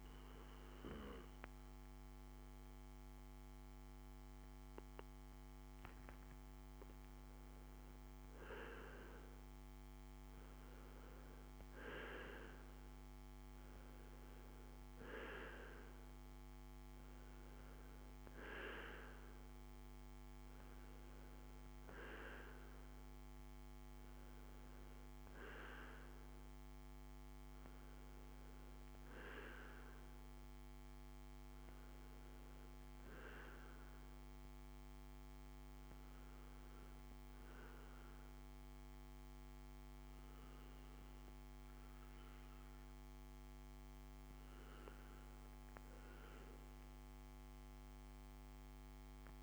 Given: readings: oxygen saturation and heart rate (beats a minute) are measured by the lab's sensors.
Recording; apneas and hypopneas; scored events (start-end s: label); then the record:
breathing in sleep by a microphone on the trachea; none
none scored
From the record:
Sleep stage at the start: N2 (light sleep); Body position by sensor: on the back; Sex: male